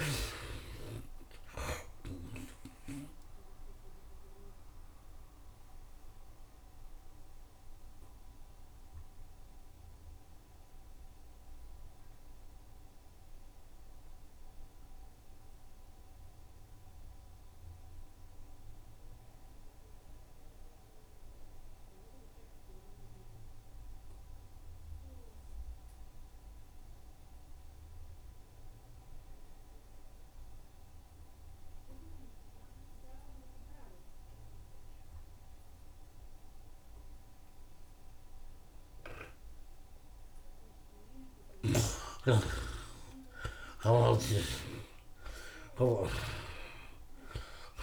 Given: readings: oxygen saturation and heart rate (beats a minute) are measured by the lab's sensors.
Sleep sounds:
breathing in sleep by a room microphone; 1
0.00-1.00 s: arousal
0.00-23.00 s: oxygen desaturation (device-marked, oxygen 49% lowest, heart rate 72 extreme)
4.00-42.00 s: mixed apnea (oxygen 67% before, 49% lowest, heart rate 76 before, 72 extreme, up 16 after)
25.00-47.83 s: oxygen desaturation (device-marked, oxygen 83% before, 51% lowest, heart rate 76 before, 72 extreme)
43.00-45.00 s: long interval between heartbeats (device-marked, heart rate 75 before, 86 extreme)
43.50-47.00 s: arousal
From the record:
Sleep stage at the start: N2 (light sleep); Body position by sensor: on the right side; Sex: male

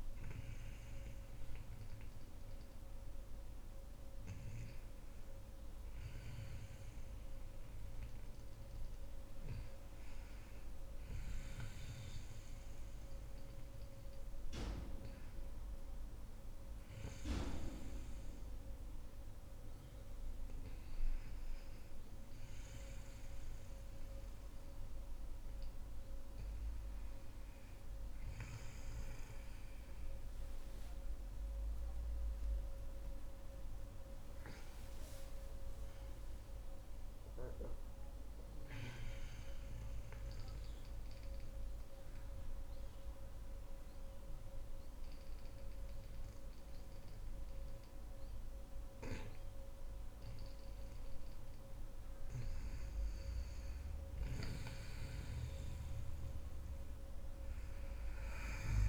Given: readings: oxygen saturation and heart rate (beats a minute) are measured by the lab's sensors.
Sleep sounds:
breathing in sleep by a room microphone; 1
28.00-33.00 s: arousal
40.00-51.00 s: obstructive apnea (oxygen 98% before, 92% lowest, heart rate 65 before, 56 extreme, up 6 after)
52.50-57.00 s: arousal
From the record:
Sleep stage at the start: N2 (light sleep); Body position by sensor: on the back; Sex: female

